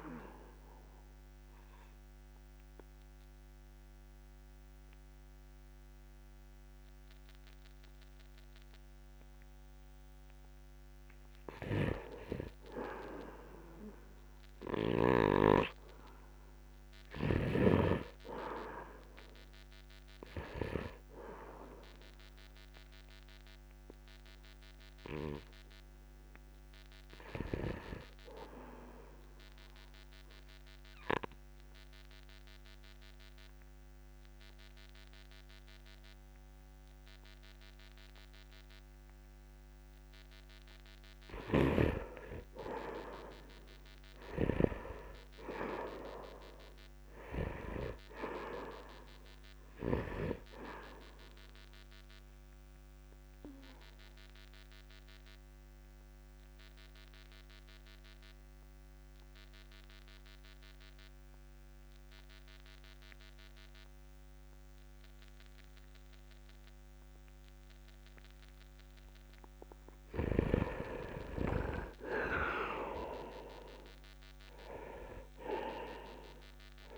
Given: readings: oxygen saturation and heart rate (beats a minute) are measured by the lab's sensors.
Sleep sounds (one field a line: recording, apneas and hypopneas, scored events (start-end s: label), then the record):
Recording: breathing in sleep by a microphone on the trachea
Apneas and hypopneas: 3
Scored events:
0.00-11.00 s: oxygen desaturation (device-marked, oxygen 89% lowest, heart rate 64 extreme)
0.50-11.00 s: obstructive apnea (oxygen 97% before, 88% lowest, heart rate 67 before, 67 extreme, up 0 after)
1.00-76.98 s: new sleep stage, N2 (light sleep)
13.50-17.00 s: arousal
20.00-32.00 s: oxygen desaturation (device-marked, oxygen 97% before, 92% lowest, heart rate 69 before, 64 extreme)
31.00-41.50 s: obstructive apnea (oxygen 97% before, 87% lowest, heart rate 69 before, 64 extreme, up 0 after)
41.00-44.50 s: snoring (device-marked)
43.50-48.00 s: arousal
49.00-66.00 s: oxygen desaturation (device-marked, oxygen 96% before, 88% lowest, heart rate 67 before, 60 extreme)
54.00-70.00 s: obstructive apnea (oxygen 96% before, 87% lowest, heart rate 67 before, 60 extreme)
71.50-76.00 s: arousal
73.00-76.98 s: oxygen desaturation (device-marked, oxygen 98% before, 87% lowest, heart rate 68 before, 60 extreme)
From the record:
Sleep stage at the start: N1 (lightest sleep)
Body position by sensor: on the right side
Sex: male